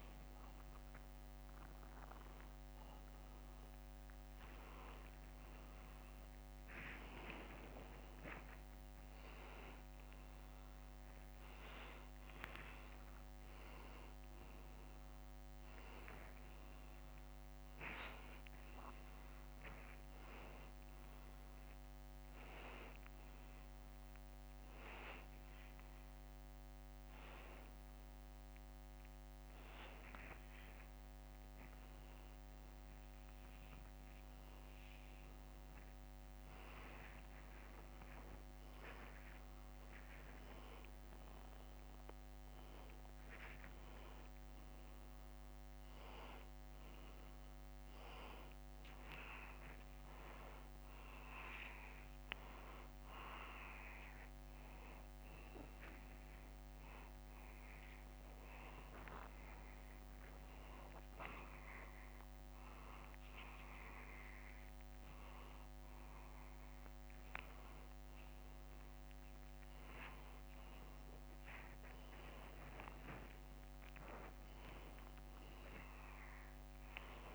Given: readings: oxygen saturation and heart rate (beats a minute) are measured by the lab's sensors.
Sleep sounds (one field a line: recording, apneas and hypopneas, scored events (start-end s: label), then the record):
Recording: a person awake in a sleep study, by a microphone on the trachea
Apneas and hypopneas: none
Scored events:
0.00-5.00 s: tachycardia (device-marked, heart rate 110 extreme)
0.00-9.00 s: drop in pulse transit time (device-marked, heart rate 91 extreme)
4.50-6.50 s: long interval between heartbeats (device-marked, heart rate 97 before, 110 extreme)
25.50-27.50 s: long interval between heartbeats (device-marked, heart rate 94 before, 89 extreme)
41.00-54.00 s: drop in pulse transit time (device-marked, heart rate 86 before, 88 extreme)
63.00 s: drop in pulse transit time (device-marked)
68.00-72.00 s: drop in pulse transit time (device-marked, heart rate 89 before, 88 extreme)
From the record:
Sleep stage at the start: awake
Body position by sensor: upright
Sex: male